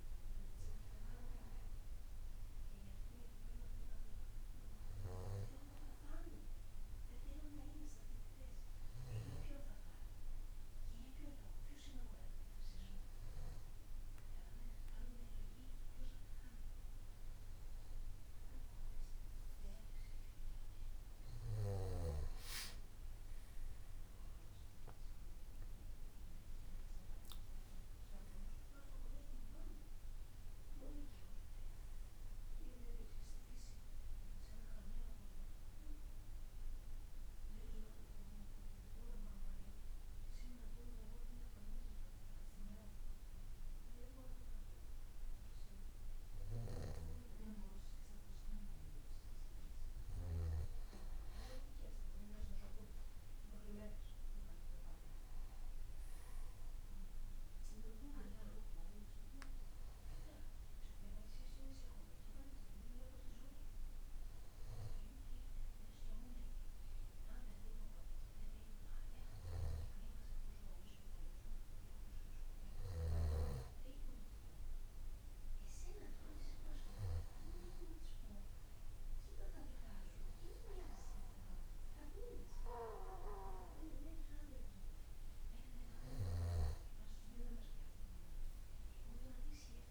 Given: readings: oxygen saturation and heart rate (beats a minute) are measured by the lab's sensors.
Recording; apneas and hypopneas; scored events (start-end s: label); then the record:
breathing in sleep by a room microphone; 1
27.00-30.50 s: arousal
39.00-50.00 s: hypopnea (oxygen 95% before, 93% lowest, heart rate 65 before, 57 extreme, up 3 after)
52.00-55.00 s: arousal
61.50-70.50 s: oxygen desaturation (device-marked, oxygen 97% before, 93% lowest, heart rate 61 before, 57 extreme)
From the record:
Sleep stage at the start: N2 (light sleep); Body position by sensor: on the back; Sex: male